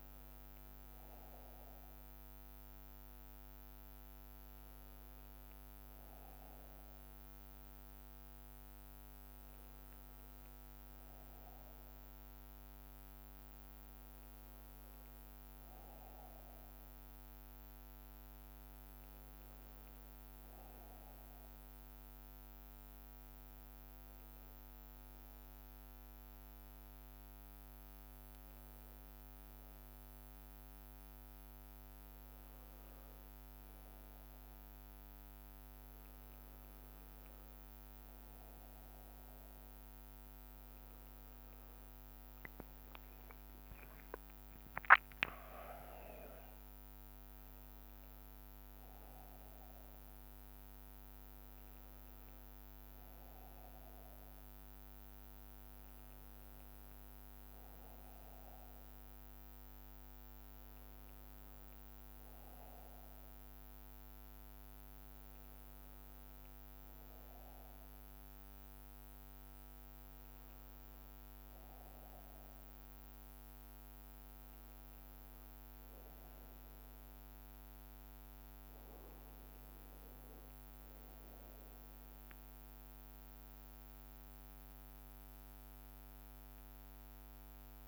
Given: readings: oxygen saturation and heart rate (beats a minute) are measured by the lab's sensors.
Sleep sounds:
breathing in sleep, hard to hear, by a microphone on the trachea; 2
21.50-37.50 s: hypopnea (oxygen 92% before, 89% lowest, heart rate 61 before, 59 extreme, up 1 after)
41.50-47.00 s: arousal
62.50-76.00 s: hypopnea (oxygen 93% before, 90% lowest, heart rate 62 before, 58 extreme, up 1 after)
80.00-84.50 s: arousal
81.00-87.87 s: bradycardia (device-marked, heart rate 63 before, 58 extreme)
From the record:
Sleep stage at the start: N1 (lightest sleep); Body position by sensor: on the right side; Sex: male

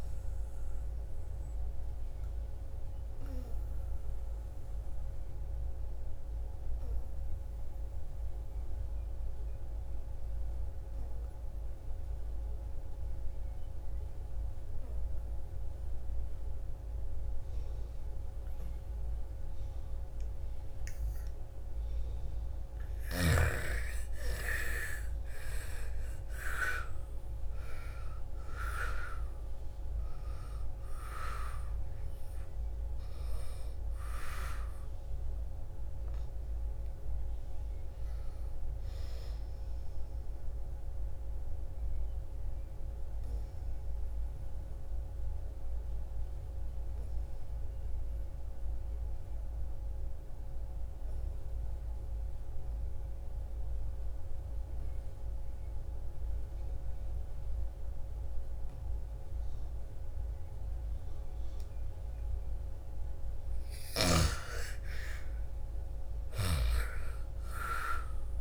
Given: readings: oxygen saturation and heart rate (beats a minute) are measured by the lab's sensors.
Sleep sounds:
breathing in sleep by a room microphone; 2
0.00-13.50 s: oxygen desaturation (device-marked, oxygen 87% lowest, heart rate 54 extreme)
0.50-21.50 s: obstructive apnea (oxygen 98% before, 84% lowest, heart rate 59 before, 54 extreme, up 15 after)
21.50-43.50 s: oxygen desaturation (device-marked, oxygen 98% before, 85% lowest, heart rate 57 before, 57 extreme)
23.00-26.00 s: arousal
40.00-62.00 s: obstructive apnea (oxygen 98% before, 83% lowest, heart rate 65 before, 57 extreme, up 11 after)
58.50-68.41 s: oxygen desaturation (device-marked, oxygen 98% before, 84% lowest, heart rate 62 before, 55 extreme)
64.00-68.00 s: arousal
From the record:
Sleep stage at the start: N2 (light sleep); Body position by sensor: on the back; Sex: female

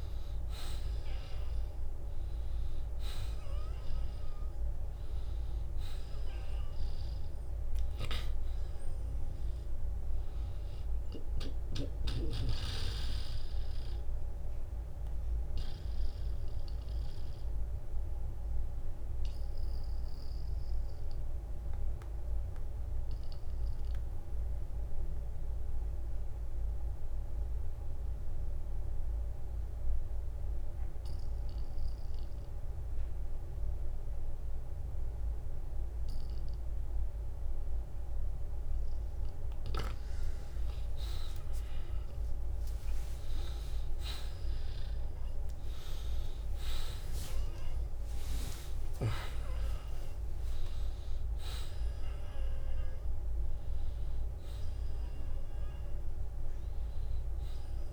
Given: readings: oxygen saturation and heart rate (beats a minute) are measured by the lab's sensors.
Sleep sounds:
breathing in sleep by a room microphone; 1
2.50-36.50 s: oxygen desaturation (device-marked, oxygen 94% before, 80% lowest, heart rate 52 before, 49 extreme)
10.50-12.50 s: long interval between heartbeats (device-marked, heart rate 61 before, 60 extreme)
14.50-38.50 s: obstructive apnea (oxygen 95% before, 80% lowest, heart rate 65 before, 49 extreme, up 16 after)
35.00-37.00 s: long interval between heartbeats (device-marked, heart rate 56 before, 53 extreme)
40.00-44.50 s: arousal
56.50-57.93 s: oxygen desaturation (device-marked, oxygen 96% before, 92% lowest, heart rate 58 before, 39 extreme)
From the record:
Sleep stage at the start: N2 (light sleep); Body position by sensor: on the back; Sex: male

